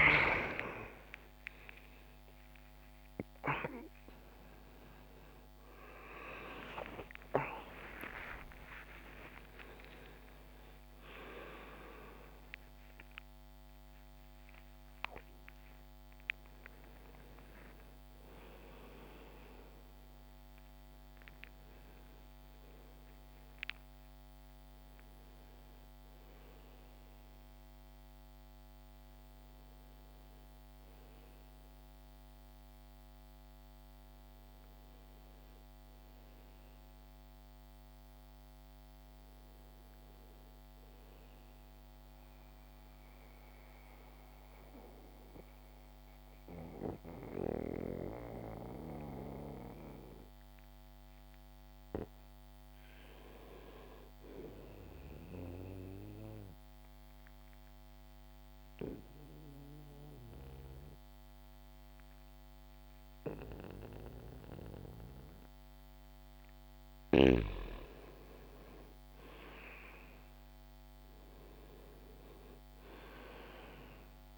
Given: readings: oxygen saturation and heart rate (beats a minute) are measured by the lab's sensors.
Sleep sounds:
a person partly awake in a sleep study, by a microphone on the trachea; 2
0.00-7.50 s: oxygen desaturation (device-marked, oxygen 89% lowest, heart rate 72 extreme)
0.50-30.50 s: new sleep stage, awake
15.50-21.50 s: oxygen desaturation (device-marked, oxygen 91% before, 88% lowest, heart rate 143 before, 71 extreme)
30.50-74.38 s: new sleep stage, N2 (light sleep)
42.00-52.00 s: central apnea (oxygen 100% before, 88% lowest, heart rate 76 before, 65 extreme, up 5 after)
53.50-55.00 s: arousal
56.50-67.00 s: obstructive apnea (oxygen 100% before, 88% lowest, heart rate 73 before, 65 extreme, up 5 after)
58.50-74.38 s: oxygen desaturation (device-marked, oxygen 97% before, 88% lowest, heart rate 73 before, 62 extreme)
70.50-74.38 s: arousal
From the record:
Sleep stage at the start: N2 (light sleep); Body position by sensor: on the back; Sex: male

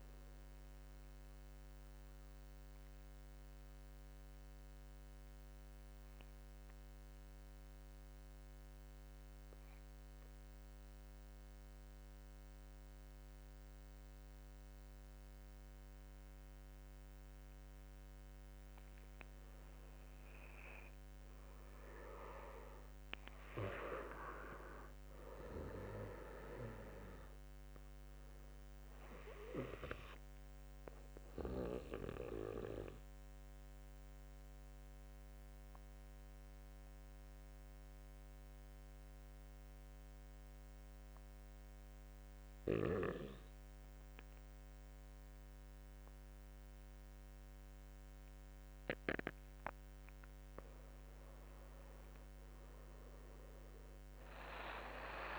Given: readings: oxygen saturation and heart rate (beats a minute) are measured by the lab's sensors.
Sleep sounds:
breathing in sleep by a microphone on the trachea; 2
0.00-9.00 s: oxygen desaturation (device-marked, oxygen 88% lowest, heart rate 50 extreme)
0.50-17.50 s: mixed apnea (oxygen 96% before, 87% lowest, heart rate 64 before, 52 extreme, up 5 after)
19.00-22.00 s: arousal
22.00-38.00 s: oxygen desaturation (device-marked, oxygen 98% before, 88% lowest, heart rate 53 before, 52 extreme)
29.00-49.00 s: obstructive apnea (oxygen 98% before, 85% lowest, heart rate 54 before, 52 extreme, up 8 after)
51.00-54.00 s: arousal
51.00-55.39 s: oxygen desaturation (device-marked, oxygen 96% before, 87% lowest, heart rate 54 before, 54 extreme)
From the record:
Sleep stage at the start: N2 (light sleep); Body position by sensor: on the back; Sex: male

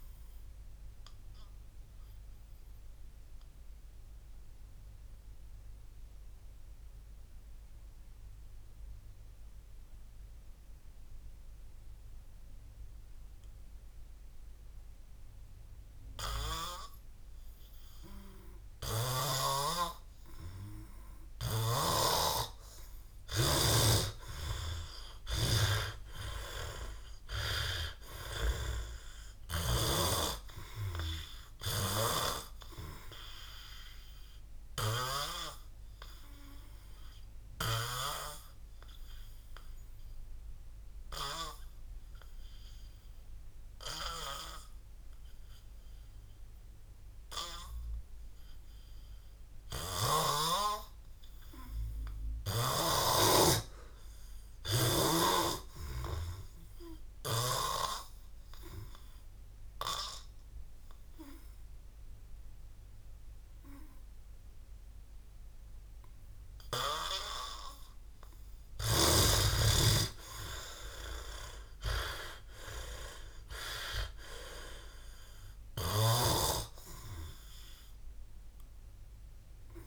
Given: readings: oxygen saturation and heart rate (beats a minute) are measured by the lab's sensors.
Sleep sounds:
breathing in sleep by a room microphone; 3
1.00-18.50 s: obstructive apnea (oxygen 97% before, 92% lowest, heart rate 77 before, 56 extreme, up 12 after)
11.50-22.50 s: oxygen desaturation (device-marked, oxygen 97% before, 93% lowest, heart rate 68 before, 56 extreme)
21.50-35.00 s: snoring (device-marked)
24.50-28.50 s: arousal
30.50-46.50 s: oxygen desaturation (device-marked, oxygen 100% before, 92% lowest, heart rate 65 before, 59 extreme)
38.00-49.50 s: obstructive apnea (oxygen 100% before, 92% lowest, heart rate 70 before, 59 extreme, up 5 after)
49.50-53.00 s: snoring (device-marked)
52.00-55.00 s: arousal
57.50-69.00 s: hypopnea (oxygen 98% before, 94% lowest, heart rate 61 before, 60 extreme, up 36 after)
70.50-73.50 s: arousal
From the record:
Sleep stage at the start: N2 (light sleep); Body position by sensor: on the back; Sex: male

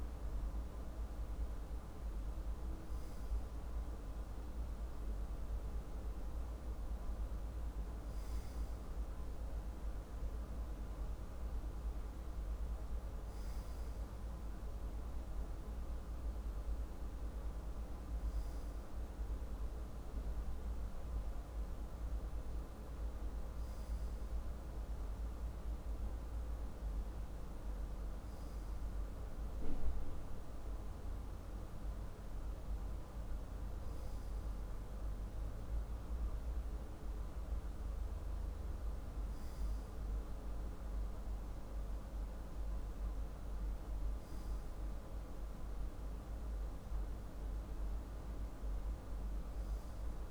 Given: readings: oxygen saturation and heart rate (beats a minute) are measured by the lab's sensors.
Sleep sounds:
breathing in sleep, hard to hear, by a room microphone; none
none scored
From the record:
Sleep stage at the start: N2 (light sleep); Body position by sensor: on the left side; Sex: male

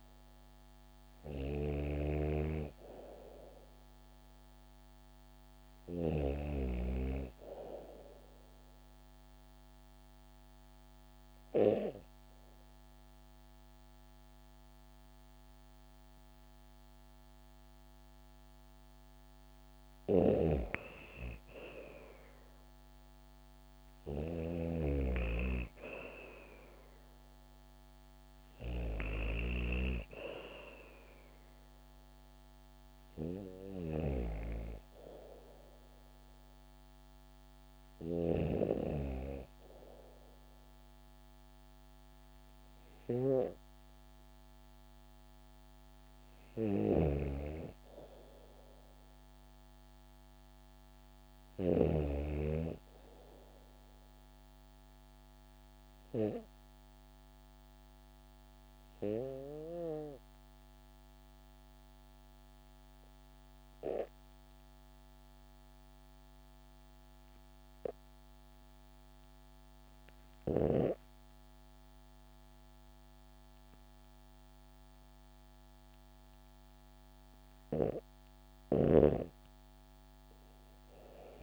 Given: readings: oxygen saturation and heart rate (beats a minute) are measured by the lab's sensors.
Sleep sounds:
breathing in sleep by a microphone on the trachea; 2
0.00-5.50 s: snoring (device-marked)
7.50-20.00 s: obstructive apnea (oxygen 97% before, 94% lowest, heart rate 70 before, 63 extreme, up 1 after)
19.50-38.00 s: snoring (device-marked)
21.50-25.00 s: arousal
46.00-51.50 s: snoring (device-marked)
54.00-77.00 s: obstructive apnea (oxygen 97% before, 90% lowest, heart rate 68 before, 59 extreme)
62.00-81.43 s: new sleep stage, REM sleep
76.00-79.00 s: bradycardia (device-marked, heart rate 69 before, 60 extreme)
From the record:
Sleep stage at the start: N2 (light sleep); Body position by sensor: on the back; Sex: female

